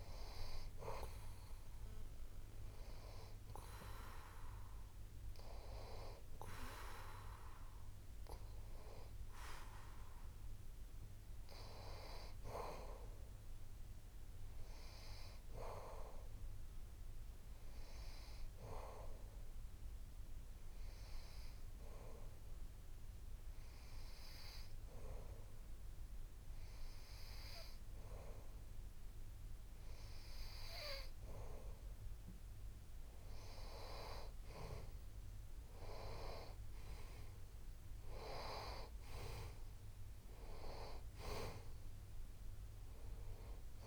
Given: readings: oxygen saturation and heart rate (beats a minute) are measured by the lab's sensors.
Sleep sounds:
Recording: breathing in sleep by a room microphone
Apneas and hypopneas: 1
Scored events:
19.00-31.50 s: hypopnea (oxygen 93% before, 90% lowest)
34.00-37.00 s: arousal
From the record:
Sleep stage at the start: N2 (light sleep)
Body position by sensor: on the back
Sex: male

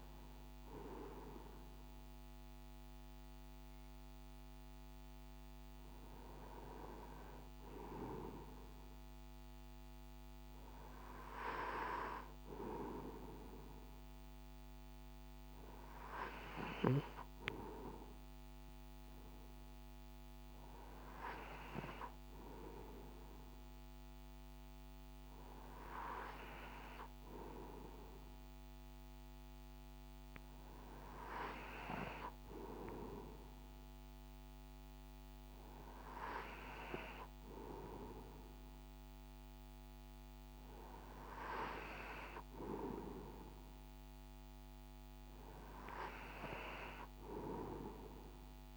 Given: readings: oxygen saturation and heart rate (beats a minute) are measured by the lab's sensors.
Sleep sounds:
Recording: breathing in sleep by a microphone on the trachea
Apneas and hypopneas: none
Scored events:
none scored
From the record:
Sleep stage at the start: N2 (light sleep)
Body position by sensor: on the right side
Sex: male

